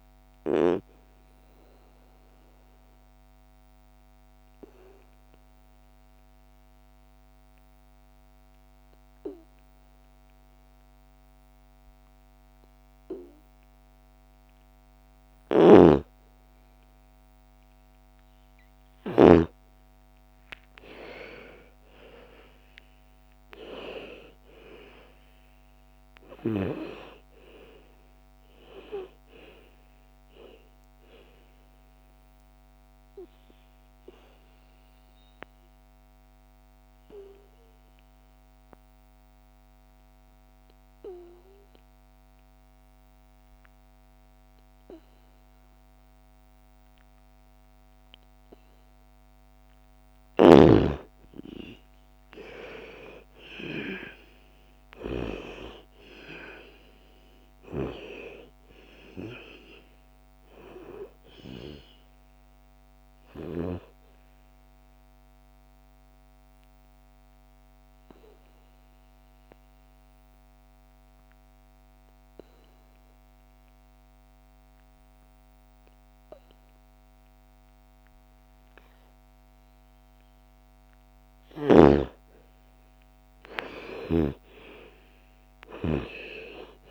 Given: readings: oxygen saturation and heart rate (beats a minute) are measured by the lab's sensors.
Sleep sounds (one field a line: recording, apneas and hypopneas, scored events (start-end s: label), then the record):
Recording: breathing in sleep by a microphone on the trachea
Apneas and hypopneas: 3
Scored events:
0.00-12.50 s: oxygen desaturation (device-marked, oxygen 80% lowest, heart rate 55 extreme)
0.50-15.50 s: obstructive apnea (oxygen 99% before, 80% lowest, heart rate 61 before, 55 extreme, up 9 after)
15.00-19.00 s: snoring (device-marked)
18.50-22.50 s: arousal
26.50-38.50 s: oxygen desaturation (device-marked, oxygen 98% before, 89% lowest, heart rate 60 before, 56 extreme)
32.50-48.50 s: obstructive apnea (oxygen 99% before, 85% lowest, heart rate 64 before, 55 extreme, up 12 after)
50.00-55.00 s: snoring (device-marked)
51.50-55.00 s: arousal
51.50-70.50 s: oxygen desaturation (device-marked, oxygen 98% before, 85% lowest, heart rate 58 before, 55 extreme)
64.50-81.00 s: obstructive apnea (oxygen 98% before, 81% lowest, heart rate 64 before, 55 extreme, up 13 after)
83.00-86.91 s: arousal
83.50-86.91 s: oxygen desaturation (device-marked, oxygen 98% before, 87% lowest, heart rate 58 before, 55 extreme)
From the record:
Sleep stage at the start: N2 (light sleep)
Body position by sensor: on the back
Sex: female